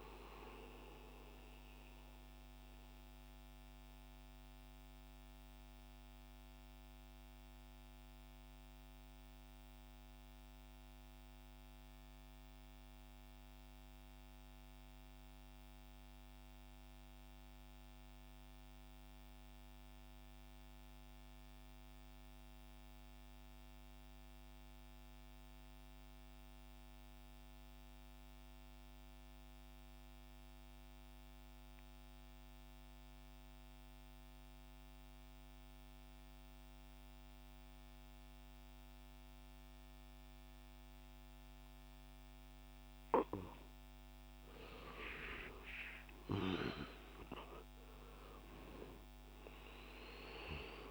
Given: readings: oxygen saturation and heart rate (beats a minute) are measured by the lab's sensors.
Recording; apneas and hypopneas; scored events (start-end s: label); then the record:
breathing in sleep by a microphone on the trachea; 1
0.00-5.00 s: oxygen desaturation (device-marked, oxygen 86% lowest, heart rate 62 extreme)
2.00-44.00 s: mixed apnea (oxygen 94% before, 86% lowest, heart rate 80 before, 60 extreme, up 13 after)
26.00-50.91 s: oxygen desaturation (device-marked, oxygen 99% before, 87% lowest, heart rate 65 before, 60 extreme)
45.00-50.00 s: arousal
From the record:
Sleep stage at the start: N2 (light sleep); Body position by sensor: on the back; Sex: male